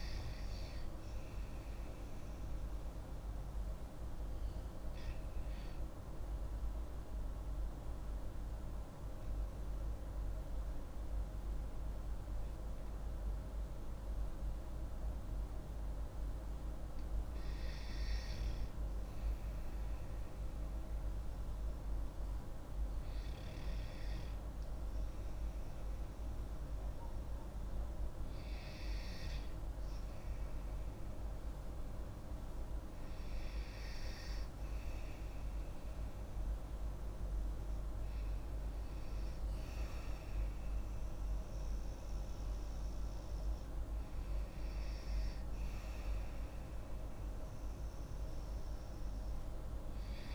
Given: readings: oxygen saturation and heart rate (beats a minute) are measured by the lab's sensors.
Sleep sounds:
breathing in sleep, hard to hear, by a room microphone; 1
2.00-19.00 s: obstructive apnea (oxygen 96% before, 92% lowest)
21.50-24.50 s: arousal
38.00-50.35 s: oxygen desaturation (device-marked, oxygen 95% before, 92% lowest)
From the record:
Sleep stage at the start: N2 (light sleep); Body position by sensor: on the back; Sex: female

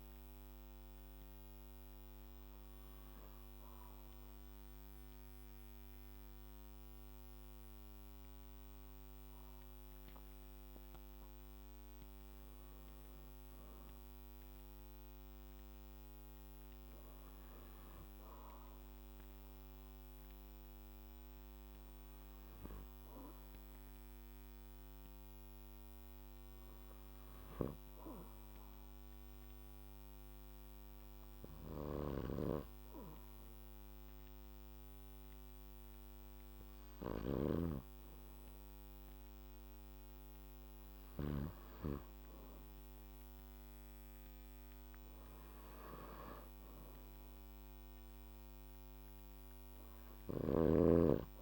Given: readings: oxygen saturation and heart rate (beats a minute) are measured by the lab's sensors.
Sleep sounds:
breathing in sleep by a microphone on the trachea; 1
0.50-10.50 s: obstructive apnea (oxygen 98% before, 94% lowest, heart rate 59 before, 60 extreme, up 5 after)
13.00-16.50 s: arousal
32.00-37.50 s: snoring (device-marked)
From the record:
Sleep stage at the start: N2 (light sleep); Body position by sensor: on the back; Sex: male

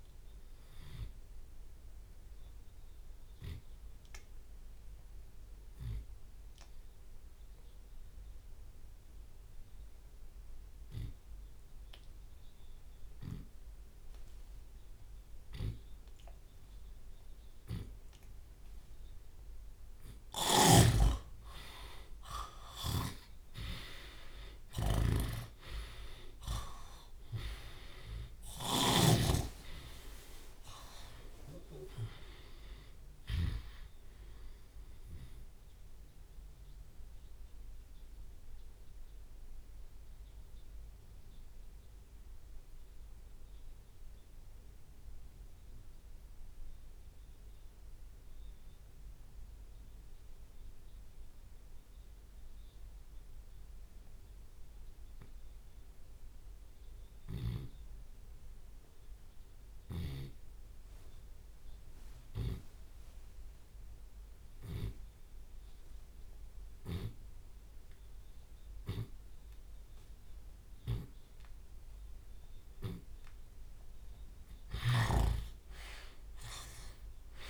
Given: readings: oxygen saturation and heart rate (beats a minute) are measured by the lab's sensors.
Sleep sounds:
breathing in sleep by a room microphone; 2
0.00-18.00 s: oxygen desaturation (device-marked, oxygen 88% lowest, heart rate 60 extreme)
2.00-19.00 s: obstructive apnea (oxygen 99% before, 81% lowest, heart rate 63 before, 61 extreme, up 8 after)
11.00-13.00 s: long interval between heartbeats (device-marked, heart rate 64 before, 70 extreme)
13.50-15.50 s: long interval between heartbeats (device-marked, heart rate 64 before, 78 extreme)
18.00-20.00 s: long interval between heartbeats (device-marked, heart rate 67 before, 73 extreme)
22.00-36.00 s: drop in pulse transit time (device-marked, heart rate 69 before, 67 extreme)
22.50-27.50 s: arousal
23.00-29.00 s: snoring (device-marked)
29.50-31.50 s: long interval between heartbeats (device-marked, heart rate 72 before, 87 extreme)
32.00-34.00 s: long interval between heartbeats (device-marked, heart rate 76 before, 87 extreme)
35.50-37.50 s: long interval between heartbeats (device-marked, heart rate 78 before, 90 extreme)
36.00-73.00 s: obstructive apnea (oxygen 94% before, 72% lowest)
42.00-58.00 s: oxygen desaturation (device-marked, oxygen 94% before, 81% lowest, heart rate 84 before, 58 extreme)
43.50-45.50 s: long interval between heartbeats (device-marked, heart rate 85 before, 72 extreme)
57.50-59.50 s: long interval between heartbeats (device-marked, heart rate 75 before, 71 extreme)
59.00-69.00 s: tachycardia (device-marked, heart rate 72 before, 119 extreme)
60.50-62.50 s: long interval between heartbeats (device-marked, heart rate 73 before, 88 extreme)
63.50-65.50 s: long interval between heartbeats (device-marked, heart rate 75 before, 104 extreme)
66.00-68.00 s: long interval between heartbeats (device-marked, heart rate 79 before, 116 extreme)
69.50-71.50 s: long interval between heartbeats (device-marked, heart rate 84 before, 105 extreme)
71.00-73.00 s: drop in pulse transit time (device-marked, heart rate 88 before, 80 extreme)
73.50-75.50 s: long interval between heartbeats (device-marked, heart rate 91 before, 84 extreme)
75.00-77.50 s: arousal
From the record:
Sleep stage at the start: N2 (light sleep); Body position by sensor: on the left side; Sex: male

